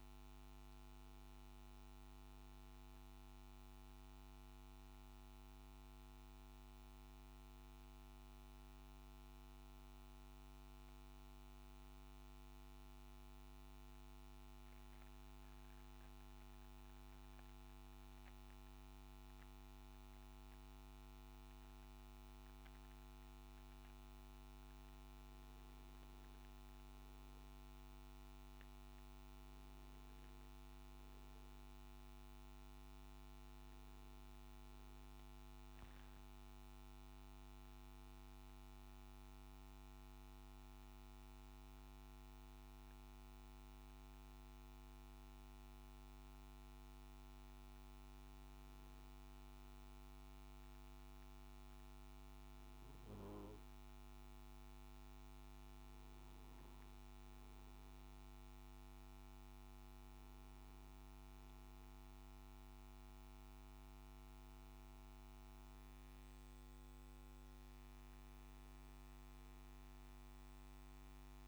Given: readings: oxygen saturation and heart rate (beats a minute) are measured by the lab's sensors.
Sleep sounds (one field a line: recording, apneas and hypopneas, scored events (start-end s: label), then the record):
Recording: breathing in sleep, hard to hear, by a microphone on the trachea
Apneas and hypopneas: 2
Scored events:
0.00-9.00 s: oxygen desaturation (device-marked, oxygen 92% lowest, heart rate 54 extreme)
9.50-24.50 s: mixed apnea (oxygen 97% before, 92% lowest, heart rate 62 before, 53 extreme, up 6 after)
33.00-49.00 s: oxygen desaturation (device-marked, oxygen 99% before, 93% lowest, heart rate 57 before, 53 extreme)
40.50-53.00 s: hypopnea (oxygen 99% before, 93% lowest, heart rate 57 before, 53 extreme, up 6 after)
56.00-71.47 s: new sleep stage, N2 (light sleep)
From the record:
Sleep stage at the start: N1 (lightest sleep)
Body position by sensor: on the back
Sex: male